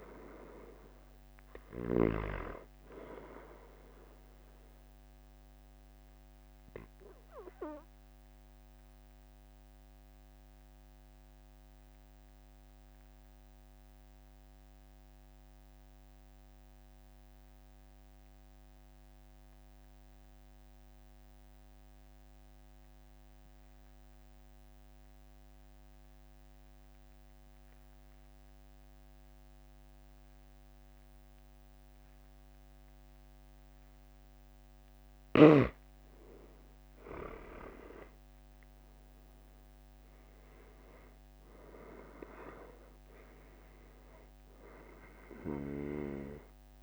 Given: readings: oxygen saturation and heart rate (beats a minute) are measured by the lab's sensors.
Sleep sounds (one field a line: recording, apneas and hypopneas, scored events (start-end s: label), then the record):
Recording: breathing in sleep by a microphone on the trachea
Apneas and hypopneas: 1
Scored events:
0.00-18.00 s: oxygen desaturation (device-marked, oxygen 92% lowest, heart rate 43 extreme)
5.00-34.00 s: mixed apnea (oxygen 97% before, 91% lowest, heart rate 46 before, 43 extreme, up 3 after)
36.50-40.50 s: arousal
38.00-46.83 s: oxygen desaturation (device-marked, oxygen 97% before, 93% lowest, heart rate 45 before, 43 extreme)
45.50-46.83 s: snoring (device-marked)
From the record:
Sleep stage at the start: N2 (light sleep)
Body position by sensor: on the back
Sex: male